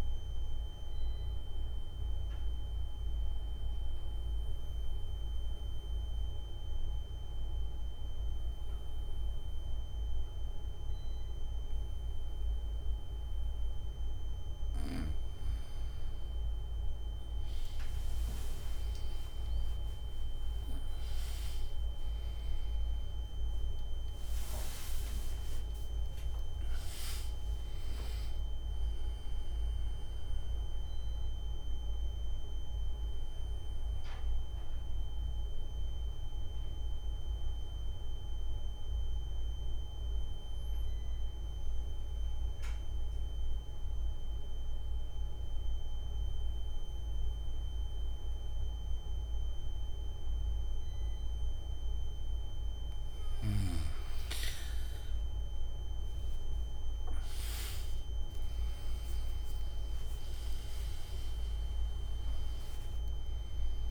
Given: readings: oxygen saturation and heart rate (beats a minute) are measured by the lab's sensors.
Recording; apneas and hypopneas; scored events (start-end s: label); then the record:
breathing in sleep, hard to hear, by a room microphone; 2
0.00-8.00 s: oxygen desaturation (device-marked, oxygen 93% lowest, heart rate 59 extreme)
2.00-15.50 s: obstructive apnea (oxygen 98% before, 93% lowest, heart rate 64 before, 60 extreme, up 10 after)
30.00-44.00 s: oxygen desaturation (device-marked, oxygen 98% before, 95% lowest, heart rate 68 before, 60 extreme)
37.50-52.50 s: obstructive apnea (oxygen 98% before, 92% lowest, heart rate 71 before, 60 extreme, up 10 after)
60.00-63.91 s: oxygen desaturation (device-marked, oxygen 98% before, 92% lowest, heart rate 64 before, 59 extreme)
From the record:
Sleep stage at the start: N3 (deep sleep); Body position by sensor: on the back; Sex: male